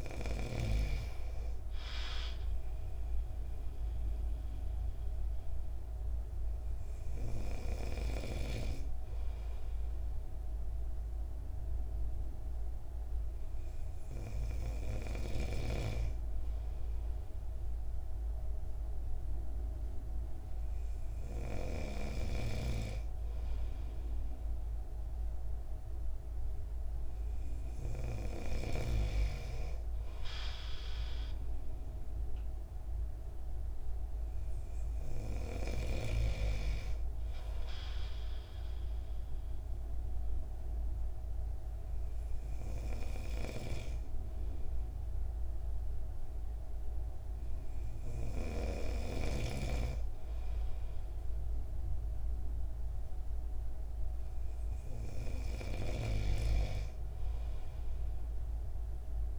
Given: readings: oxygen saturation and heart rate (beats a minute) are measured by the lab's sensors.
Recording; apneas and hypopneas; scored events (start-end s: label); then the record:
breathing in sleep by a room microphone; none
15.50-22.00 s: snoring (device-marked)
From the record:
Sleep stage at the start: N2 (light sleep); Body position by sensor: on the right side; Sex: male